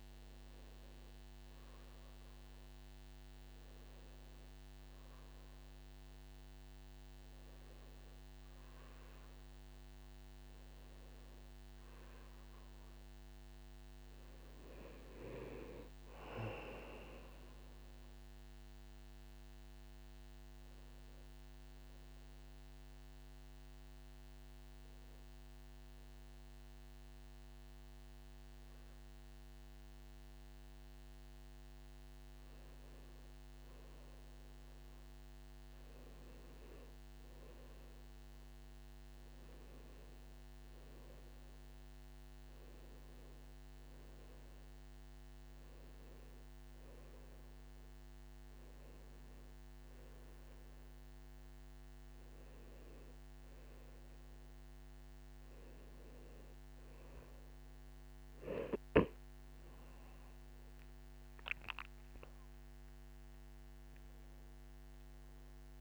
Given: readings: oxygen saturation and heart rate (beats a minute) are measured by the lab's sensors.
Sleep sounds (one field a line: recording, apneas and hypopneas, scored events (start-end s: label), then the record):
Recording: breathing in sleep by a microphone on the trachea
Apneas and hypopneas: none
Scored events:
none scored
From the record:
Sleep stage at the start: N2 (light sleep)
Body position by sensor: on the back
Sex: male